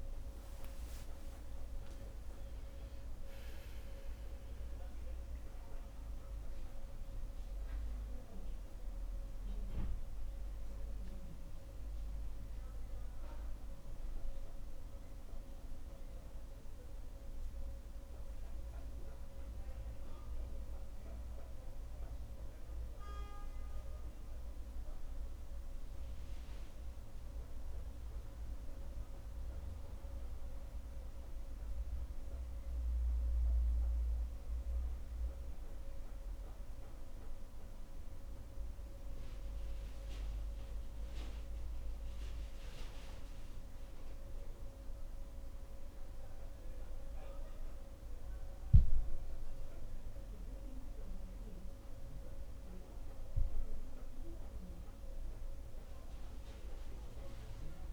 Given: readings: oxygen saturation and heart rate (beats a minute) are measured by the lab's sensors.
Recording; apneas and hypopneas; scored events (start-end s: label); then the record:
a person awake in a sleep study, hard to hear, by a room microphone; none
55.00-57.93 s: oxygen desaturation (device-marked, oxygen 96% before, 93% lowest, heart rate 60 before, 58 extreme)
From the record:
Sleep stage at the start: awake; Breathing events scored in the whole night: 168 in 4.4 hours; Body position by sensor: on the right side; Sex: female